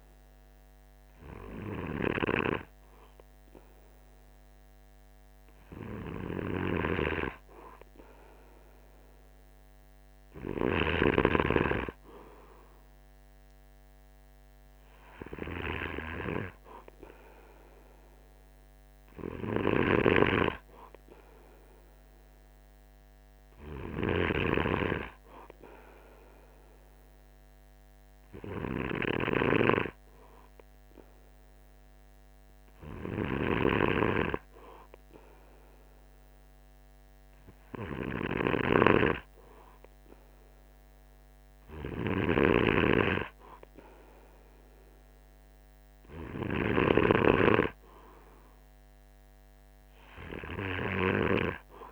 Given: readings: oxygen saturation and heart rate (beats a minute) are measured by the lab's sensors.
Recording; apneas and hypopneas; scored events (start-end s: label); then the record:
breathing in sleep by a microphone on the trachea; none
none scored
From the record:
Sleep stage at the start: N2 (light sleep); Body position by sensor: on the right side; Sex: male